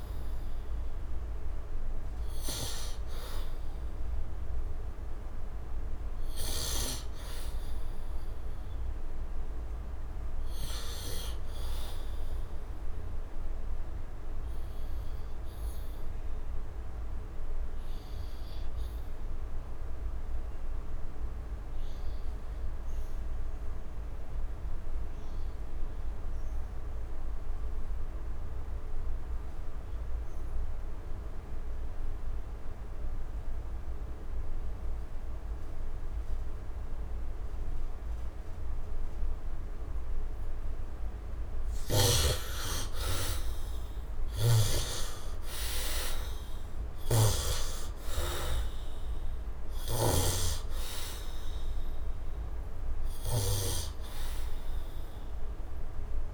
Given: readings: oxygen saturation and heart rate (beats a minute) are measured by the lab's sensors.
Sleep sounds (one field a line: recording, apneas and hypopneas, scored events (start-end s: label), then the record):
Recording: breathing in sleep by a room microphone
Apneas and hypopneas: 1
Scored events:
0.00-20.00 s: oxygen desaturation (device-marked, oxygen 68% lowest, heart rate 68 extreme)
12.50-38.50 s: obstructive apnea (oxygen 81% before, 68% lowest, heart rate 78 before, 68 extreme, up 22 after)
37.00-56.34 s: oxygen desaturation (device-marked, oxygen 98% before, 71% lowest, heart rate 71 before, 67 extreme)
41.50-46.50 s: arousal
43.50-47.00 s: snoring (device-marked)
From the record:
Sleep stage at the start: N2 (light sleep)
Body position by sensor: on the back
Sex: male